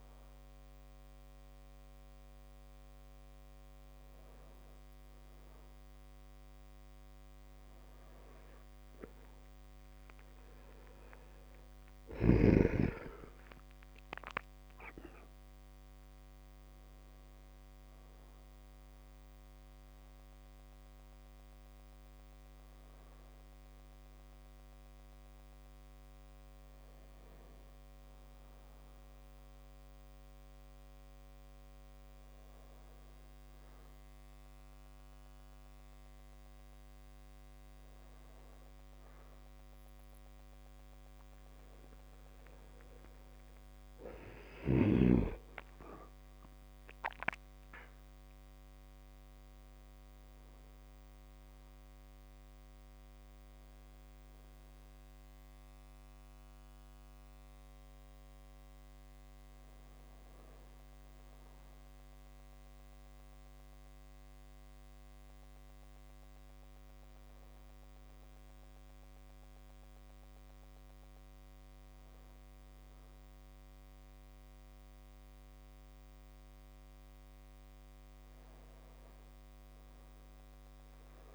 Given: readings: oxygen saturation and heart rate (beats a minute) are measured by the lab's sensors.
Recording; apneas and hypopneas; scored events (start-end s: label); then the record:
a person awake in a sleep study, by a microphone on the trachea; none
8.50-13.50 s: arousal
17.50-19.50 s: long interval between heartbeats (device-marked)
70.00-72.00 s: long interval between heartbeats (device-marked)
From the record:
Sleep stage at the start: awake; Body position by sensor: on the back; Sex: male